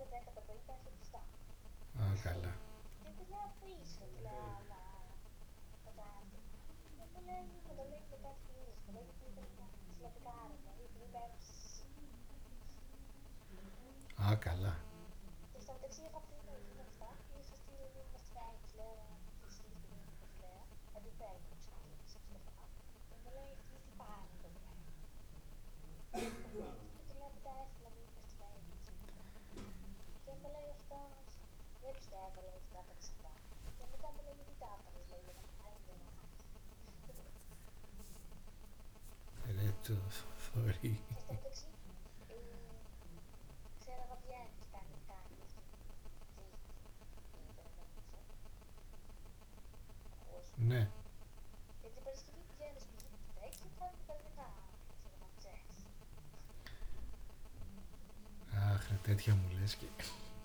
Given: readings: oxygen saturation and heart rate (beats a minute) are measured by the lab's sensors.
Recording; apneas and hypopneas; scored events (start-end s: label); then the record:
a person awake in a sleep study, by a room microphone; none
none scored
From the record:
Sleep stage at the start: awake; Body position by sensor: on the back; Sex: male